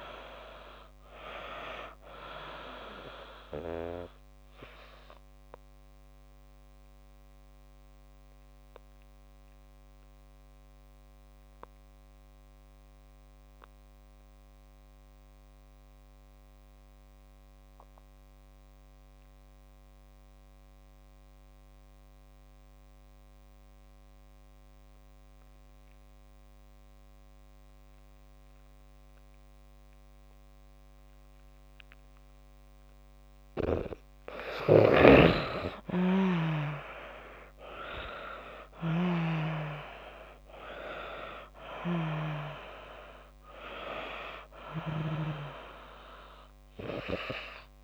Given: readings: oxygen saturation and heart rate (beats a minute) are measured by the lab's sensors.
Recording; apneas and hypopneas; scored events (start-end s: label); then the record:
breathing in sleep by a microphone on the trachea; 1
0.00-19.00 s: oxygen desaturation (device-marked, oxygen 82% lowest)
5.50-32.50 s: obstructive apnea (oxygen 98% before, 81% lowest)
32.00-47.84 s: oxygen desaturation (device-marked, oxygen 98% before, 81% lowest)
36.50-39.50 s: arousal
From the record:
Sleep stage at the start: N2 (light sleep); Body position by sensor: on the back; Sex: female